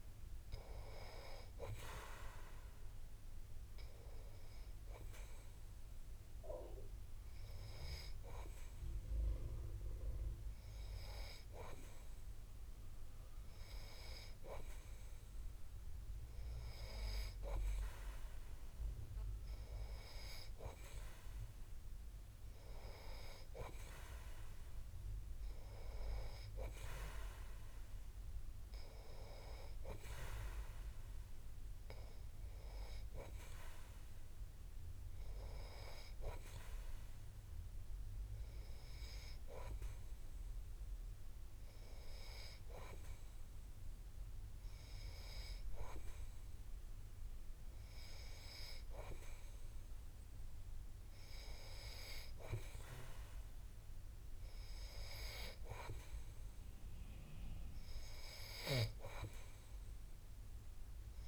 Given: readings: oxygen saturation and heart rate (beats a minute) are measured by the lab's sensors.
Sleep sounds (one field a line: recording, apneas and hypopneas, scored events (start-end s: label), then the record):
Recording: breathing in sleep by a room microphone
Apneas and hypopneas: none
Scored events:
none scored
From the record:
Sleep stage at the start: N2 (light sleep)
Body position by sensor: on the back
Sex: male